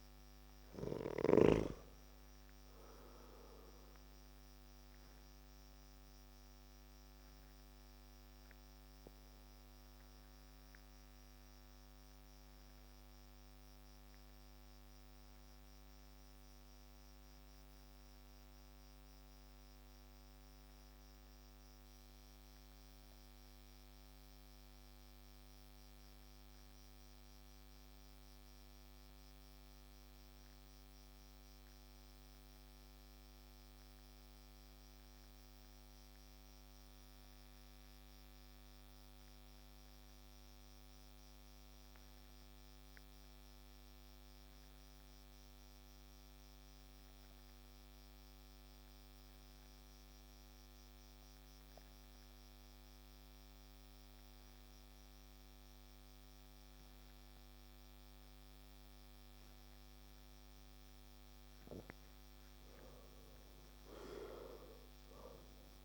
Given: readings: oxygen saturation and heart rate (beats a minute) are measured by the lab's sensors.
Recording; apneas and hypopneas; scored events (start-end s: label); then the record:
breathing in sleep, hard to hear, by a microphone on the trachea; 1
0.00-25.50 s: oxygen desaturation (device-marked, oxygen 87% lowest)
6.00-61.00 s: obstructive apnea (oxygen 95% before, 85% lowest)
43.50-65.85 s: oxygen desaturation (device-marked, oxygen 97% before, 85% lowest)
62.50-65.85 s: arousal
From the record:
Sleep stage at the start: N2 (light sleep); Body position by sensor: on the back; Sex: male